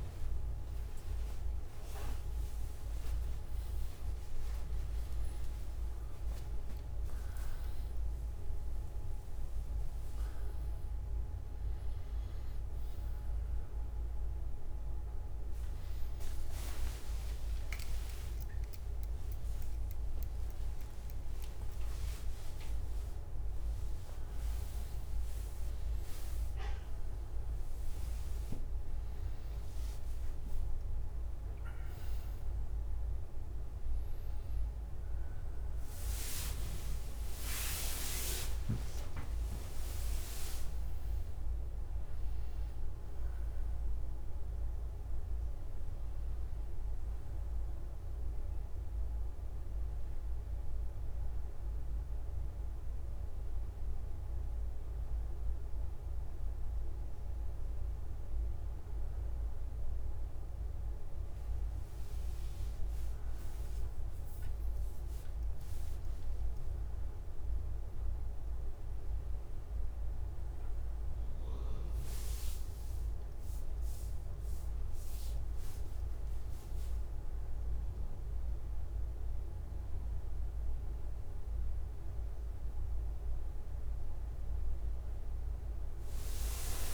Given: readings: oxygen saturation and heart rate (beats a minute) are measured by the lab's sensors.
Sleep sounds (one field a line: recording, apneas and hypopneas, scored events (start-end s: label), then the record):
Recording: breathing in sleep, hard to hear, by a room microphone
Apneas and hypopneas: none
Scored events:
0.00-2.00 s: oxygen desaturation (device-marked, oxygen 94% lowest)
From the record:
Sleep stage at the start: N2 (light sleep)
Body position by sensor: on the back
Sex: male